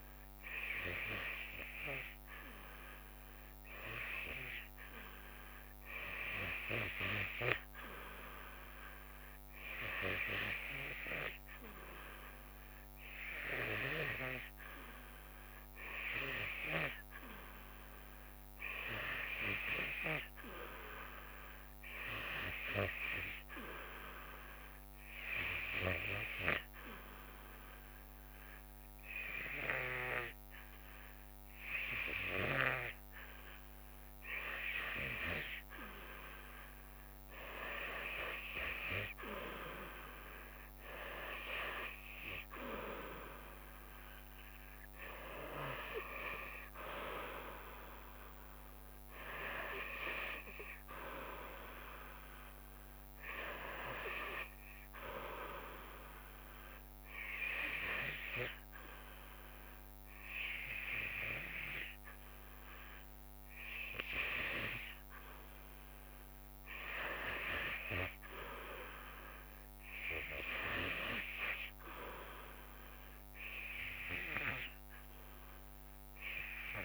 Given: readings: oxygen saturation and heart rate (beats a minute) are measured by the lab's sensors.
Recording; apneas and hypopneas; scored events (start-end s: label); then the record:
breathing in sleep by a microphone on the trachea; 1
24.00-35.50 s: obstructive apnea (oxygen 94% before, 90% lowest, heart rate 71 before, 73 extreme, up 8 after)
38.50-42.50 s: arousal
44.00-59.00 s: drop in pulse transit time (device-marked, heart rate 76 before, 73 extreme)
73.50-76.85 s: arousal
From the record:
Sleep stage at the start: REM sleep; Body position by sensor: on the back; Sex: female